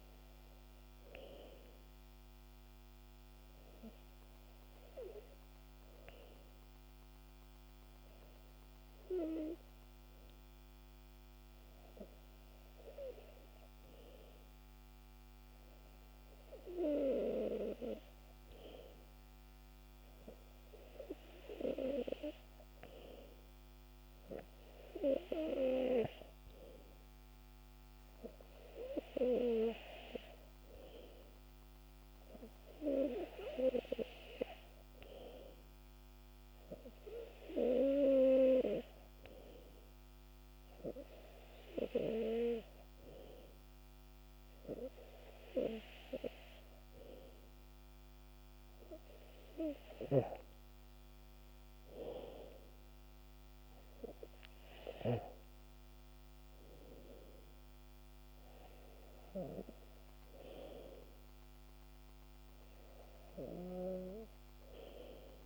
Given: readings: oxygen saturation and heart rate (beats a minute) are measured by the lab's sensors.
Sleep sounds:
breathing in sleep by a microphone on the trachea; 1
3.50-45.50 s: hypopnea (oxygen 96% before, 94% lowest, heart rate 67 before, 65 extreme, up 4 after)
19.00-20.00 s: oxygen desaturation (device-marked, oxygen 97% before, 96% lowest, heart rate 66 before, 66 extreme)
51.00-54.50 s: arousal
From the record:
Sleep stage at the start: N2 (light sleep); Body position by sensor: on the back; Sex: male

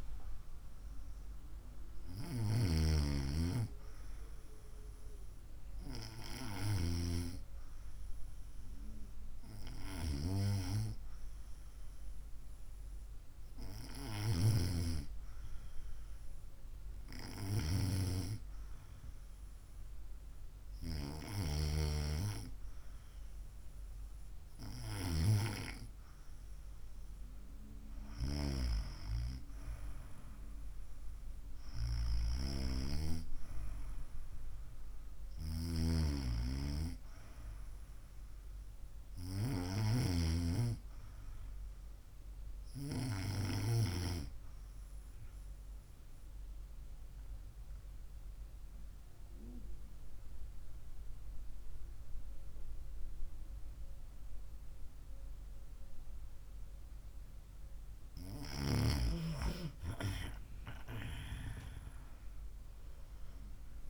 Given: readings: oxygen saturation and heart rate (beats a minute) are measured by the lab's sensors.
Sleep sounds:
breathing in sleep by a room microphone; 1
46.00-58.50 s: obstructive apnea (oxygen 95% before, 94% lowest, heart rate 59 before, 57 extreme, up 2 after)
61.50-63.89 s: arousal
From the record:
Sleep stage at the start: N2 (light sleep); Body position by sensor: on the right side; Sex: female

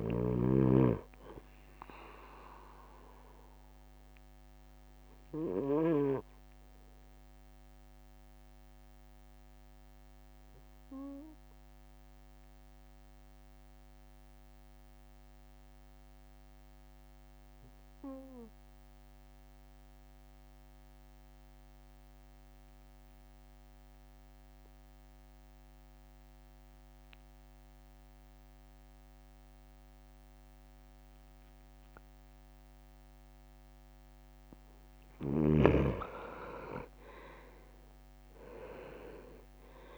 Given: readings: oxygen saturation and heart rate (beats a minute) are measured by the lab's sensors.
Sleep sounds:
breathing in sleep by a microphone on the trachea; 1
0.00-6.00 s: snoring (device-marked)
3.50-34.00 s: obstructive apnea (oxygen 99% before, 96% lowest)
36.50-39.98 s: leg movement (device-marked)
37.00-39.98 s: arousal
From the record:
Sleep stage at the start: N2 (light sleep); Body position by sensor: on the right side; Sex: male

